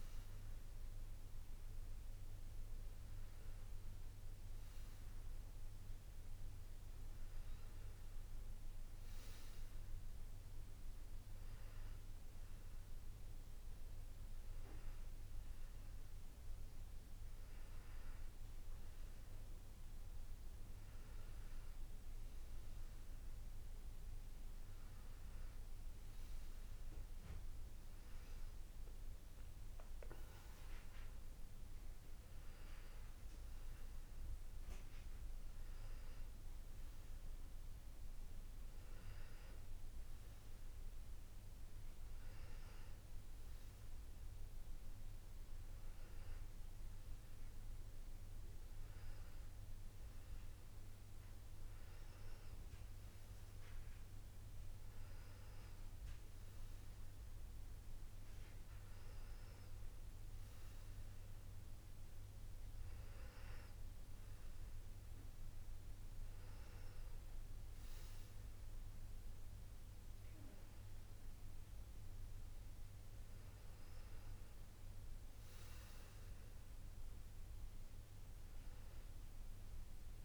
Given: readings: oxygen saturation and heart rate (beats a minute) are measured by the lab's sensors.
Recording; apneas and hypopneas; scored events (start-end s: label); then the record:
breathing in sleep, hard to hear, by a room microphone; none
none scored
From the record:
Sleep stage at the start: N1 (lightest sleep); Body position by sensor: on the back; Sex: male